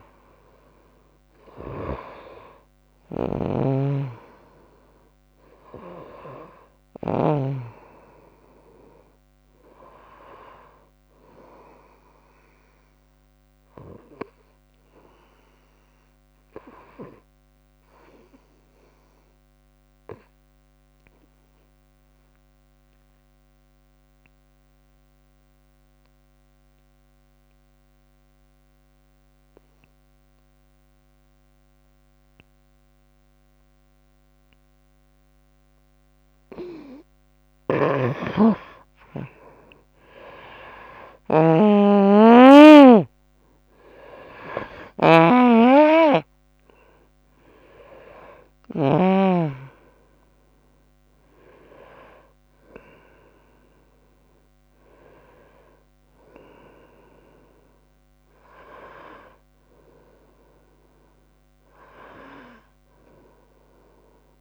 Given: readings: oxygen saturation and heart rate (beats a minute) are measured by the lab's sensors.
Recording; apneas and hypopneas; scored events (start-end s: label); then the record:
breathing in sleep by a microphone on the trachea; 1
0.00-7.50 s: snoring (device-marked)
0.00-18.50 s: oxygen desaturation (device-marked, oxygen 90% lowest, heart rate 63 extreme)
18.50-37.00 s: obstructive apnea (oxygen 96% before, 85% lowest, heart rate 68 before, 63 extreme, up 12 after)
37.50-64.41 s: oxygen desaturation (device-marked, oxygen 97% before, 85% lowest, heart rate 68 before, 63 extreme)
38.00-49.00 s: snoring (device-marked)
40.00-45.00 s: arousal
From the record:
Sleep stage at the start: N2 (light sleep); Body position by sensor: on the right side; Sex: female